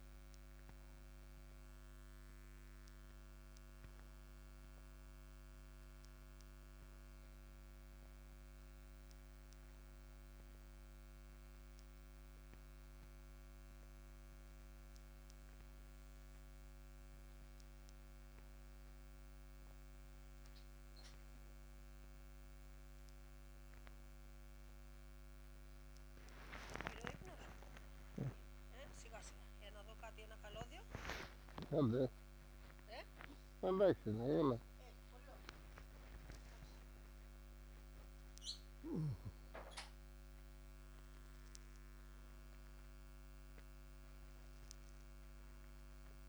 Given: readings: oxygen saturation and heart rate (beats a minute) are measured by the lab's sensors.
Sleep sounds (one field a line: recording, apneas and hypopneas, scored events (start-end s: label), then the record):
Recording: a person awake in a sleep study, by a microphone on the trachea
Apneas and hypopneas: none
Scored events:
none scored
From the record:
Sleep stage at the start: awake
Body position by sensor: on the back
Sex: male